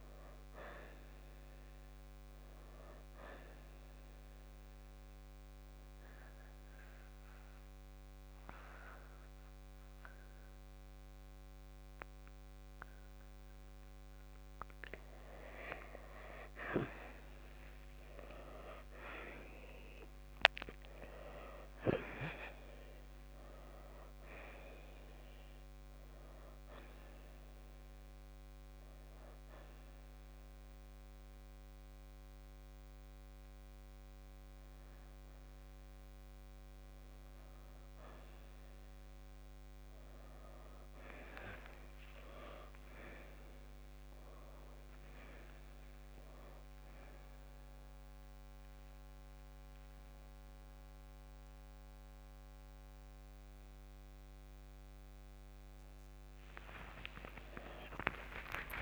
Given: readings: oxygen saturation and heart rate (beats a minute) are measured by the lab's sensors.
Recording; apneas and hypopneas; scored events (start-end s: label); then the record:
a person partly awake in a sleep study, by a microphone on the trachea; none
6.00-12.00 s: oxygen desaturation (device-marked, oxygen 96% before, 91% lowest, heart rate 65 before, 63 extreme)
27.00-46.00 s: oxygen desaturation (device-marked, oxygen 92% before, 83% lowest, heart rate 71 before, 64 extreme)
39.00-58.82 s: new sleep stage, awake
From the record:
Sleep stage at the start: N1 (lightest sleep); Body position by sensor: on the right side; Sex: male